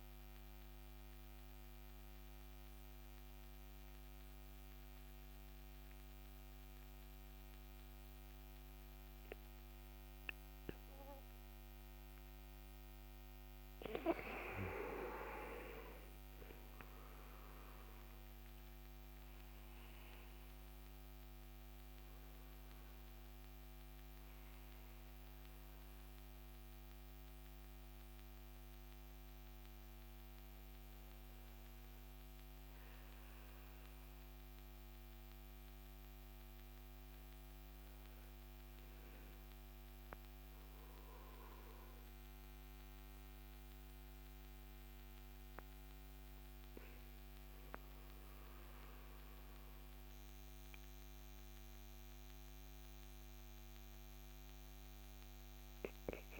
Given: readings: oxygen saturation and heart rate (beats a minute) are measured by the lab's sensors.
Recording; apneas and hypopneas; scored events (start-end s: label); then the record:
breathing in sleep by a microphone on the trachea; 2
2.00-16.00 s: central apnea (oxygen 98% before, 96% lowest, heart rate 70 before, 65 extreme, up 10 after)
18.00-22.00 s: arousal
28.00-47.00 s: mixed apnea (oxygen 98% before, 93% lowest, heart rate 71 before, 66 extreme, up 3 after)
48.50-52.50 s: arousal
From the record:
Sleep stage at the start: N2 (light sleep); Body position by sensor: on the back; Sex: male